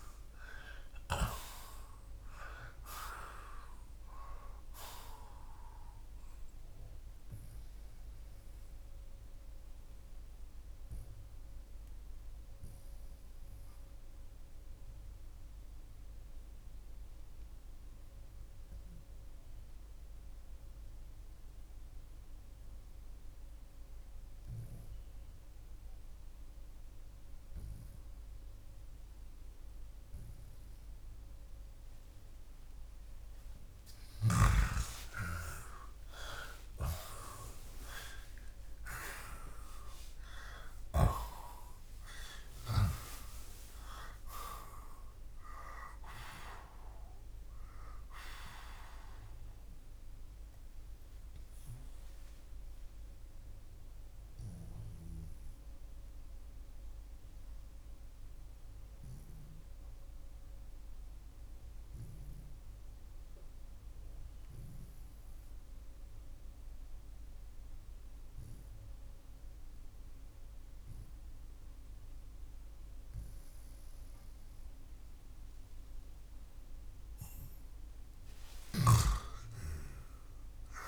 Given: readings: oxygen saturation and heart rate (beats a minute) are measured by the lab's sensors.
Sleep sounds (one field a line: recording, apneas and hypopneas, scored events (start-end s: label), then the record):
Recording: breathing in sleep by a room microphone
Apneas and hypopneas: 2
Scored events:
0.00-4.50 s: oxygen desaturation (device-marked, oxygen 80% lowest, heart rate 33 extreme)
9.50-32.00 s: obstructive apnea (oxygen 88% before, 81% lowest, heart rate 50 before, 60 extreme, up 23 after)
20.50-47.50 s: oxygen desaturation (device-marked, oxygen 90% before, 81% lowest, heart rate 66 before, 60 extreme)
34.50-38.00 s: arousal
50.50-76.50 s: mixed apnea (oxygen 90% before, 80% lowest)
64.50-79.50 s: oxygen desaturation (device-marked, oxygen 90% before, 81% lowest)
78.00-80.88 s: snoring (device-marked)
From the record:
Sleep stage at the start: N2 (light sleep)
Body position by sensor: on the back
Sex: male